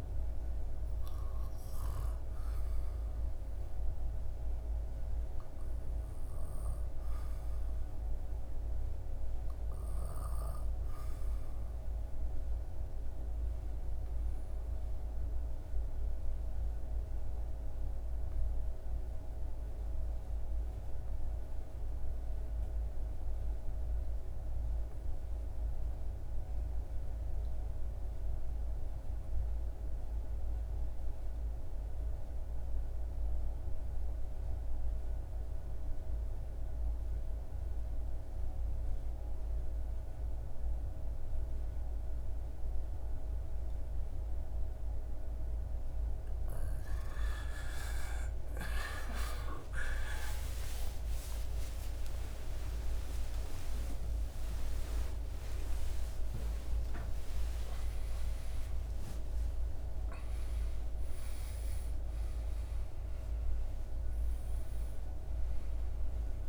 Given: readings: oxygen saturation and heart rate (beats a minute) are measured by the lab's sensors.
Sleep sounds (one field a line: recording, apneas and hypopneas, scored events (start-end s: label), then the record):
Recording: a person partly awake in a sleep study, hard to hear, by a room microphone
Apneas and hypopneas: 1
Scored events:
0.00-3.00 s: oxygen desaturation (device-marked, oxygen 93% lowest, heart rate 68 extreme)
4.50-45.00 s: obstructive apnea (oxygen 97% before, 72% lowest, heart rate 79 before, 62 extreme, up 26 after)
15.00-54.00 s: oxygen desaturation (device-marked, oxygen 95% before, 77% lowest, heart rate 79 before, 62 extreme)
44.00-66.49 s: new sleep stage, awake
65.00-66.49 s: oxygen desaturation (device-marked, oxygen 80% before, 72% lowest, heart rate 88 before, 82 extreme)
From the record:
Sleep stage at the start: REM sleep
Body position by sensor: on the back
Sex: male